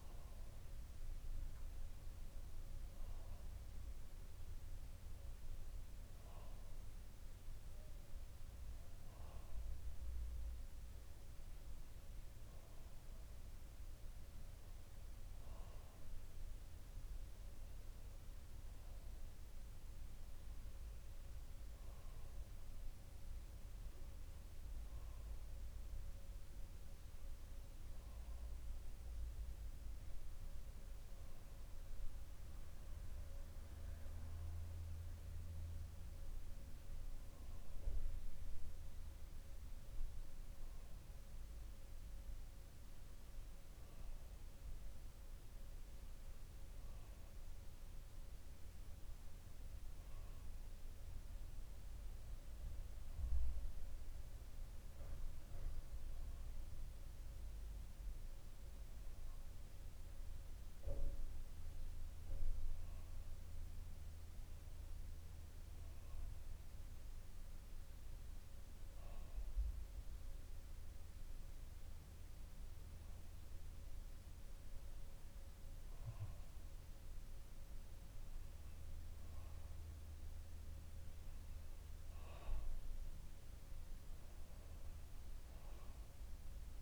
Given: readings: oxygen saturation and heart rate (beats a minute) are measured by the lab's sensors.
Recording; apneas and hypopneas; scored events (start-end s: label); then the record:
breathing in sleep, hard to hear, by a room microphone; none
41.00-86.82 s: new sleep stage, N2 (light sleep)
From the record:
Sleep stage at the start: REM sleep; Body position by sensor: on the back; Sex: male